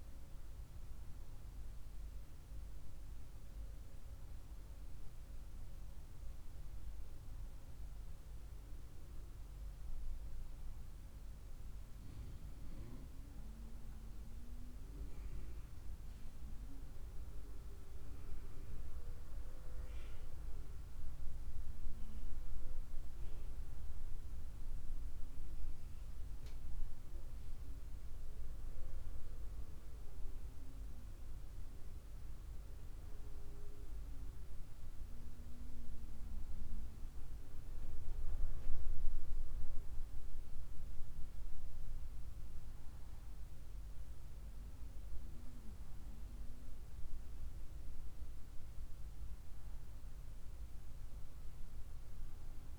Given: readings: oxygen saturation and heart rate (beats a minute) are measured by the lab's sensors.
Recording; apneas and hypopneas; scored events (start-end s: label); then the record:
breathing in sleep, hard to hear, by a room microphone; none
none scored
From the record:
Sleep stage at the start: N1 (lightest sleep); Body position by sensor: on the right side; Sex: female